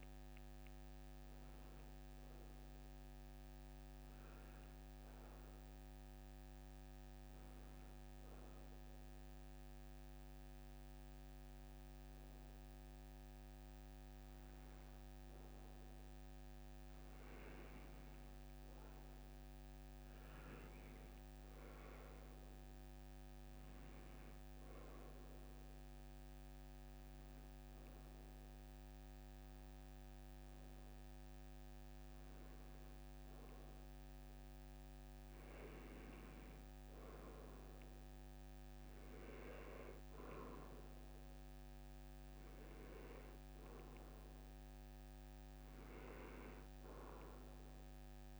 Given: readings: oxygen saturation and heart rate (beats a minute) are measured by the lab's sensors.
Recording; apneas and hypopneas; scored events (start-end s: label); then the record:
a person partly awake in a sleep study, hard to hear, by a microphone on the trachea; 2
1.50-48.40 s: new sleep stage, N2 (light sleep)
9.00-19.00 s: obstructive apnea (oxygen 94% before, 87% lowest, heart rate 136 before, 76 extreme, up 37 after)
12.50-33.50 s: oxygen desaturation (device-marked, oxygen 93% before, 87% lowest, heart rate 120 before, 76 extreme)
20.00-23.50 s: arousal
26.50-36.50 s: hypopnea (oxygen 94% before, 87% lowest, heart rate 97 before, 85 extreme)
39.00-43.00 s: arousal
42.50-48.40 s: oxygen desaturation (device-marked, oxygen 94% before, 89% lowest, heart rate 104 before, 88 extreme)
From the record:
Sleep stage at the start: awake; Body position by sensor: on the right side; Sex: male